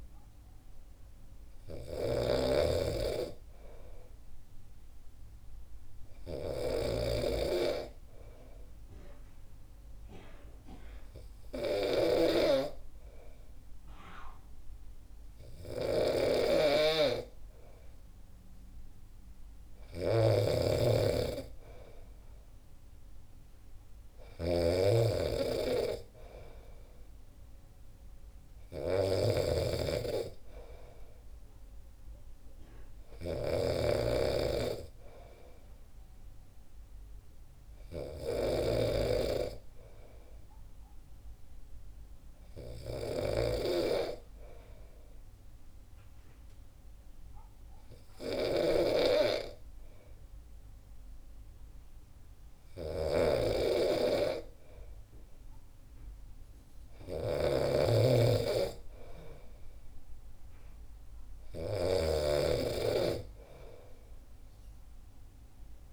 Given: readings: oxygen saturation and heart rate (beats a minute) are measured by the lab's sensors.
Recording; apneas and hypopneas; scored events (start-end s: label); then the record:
breathing in sleep by a room microphone; 2
0.00-65.93 s: snoring (device-marked)
2.50-18.50 s: hypopnea (oxygen 95% before, 92% lowest, heart rate 64 before, 63 extreme, up 2 after)
20.00-24.00 s: arousal
44.50-55.00 s: obstructive apnea (oxygen 95% before, 92% lowest, heart rate 64 before, 62 extreme, up 5 after)
56.50-60.00 s: arousal
From the record:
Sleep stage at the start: N2 (light sleep); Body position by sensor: on the back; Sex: male